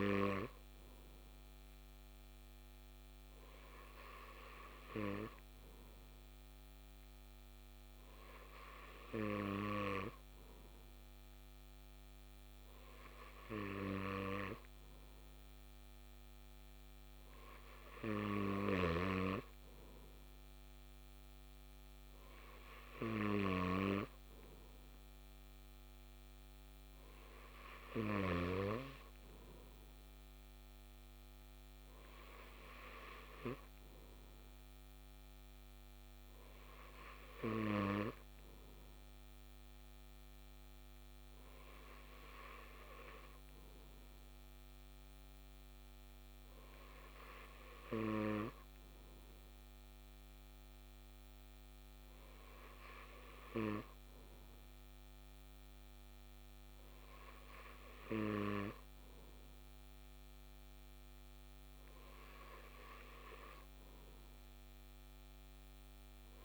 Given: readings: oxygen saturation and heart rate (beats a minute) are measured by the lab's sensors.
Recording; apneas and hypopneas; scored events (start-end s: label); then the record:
breathing in sleep by a microphone on the trachea; none
none scored
From the record:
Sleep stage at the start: N2 (light sleep); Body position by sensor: on the left side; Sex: male